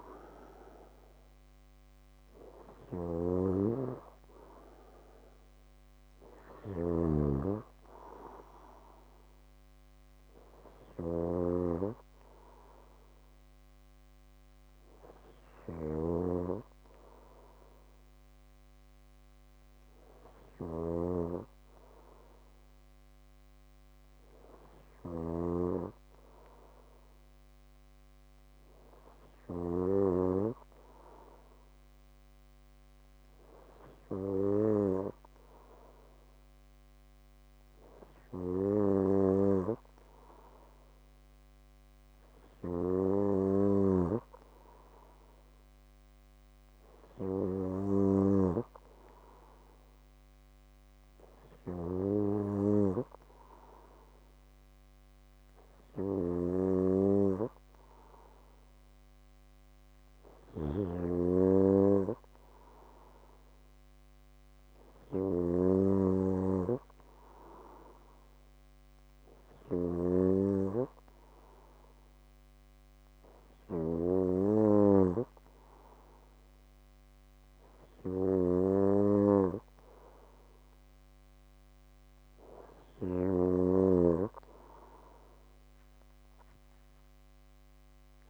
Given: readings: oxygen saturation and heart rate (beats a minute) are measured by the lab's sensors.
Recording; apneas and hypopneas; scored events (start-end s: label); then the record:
breathing in sleep by a microphone on the trachea; none
0.00-29.00 s: snoring (device-marked)
43.00-48.00 s: snoring (device-marked)
55.50-82.50 s: snoring (device-marked)
From the record:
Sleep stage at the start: N2 (light sleep); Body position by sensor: on the back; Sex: male